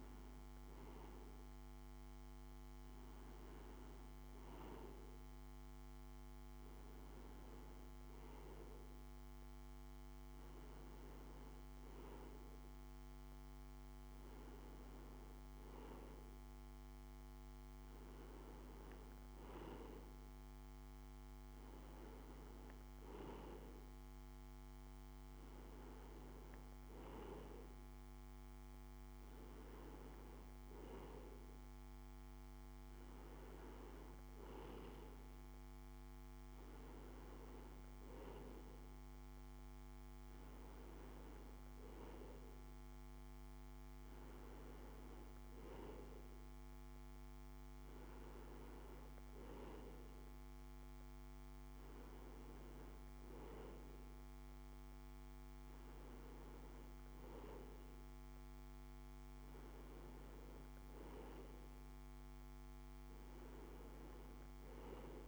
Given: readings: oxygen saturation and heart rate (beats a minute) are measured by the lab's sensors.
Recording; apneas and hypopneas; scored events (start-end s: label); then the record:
breathing in sleep by a microphone on the trachea; none
none scored
From the record:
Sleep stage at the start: N2 (light sleep); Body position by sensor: on the right side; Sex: male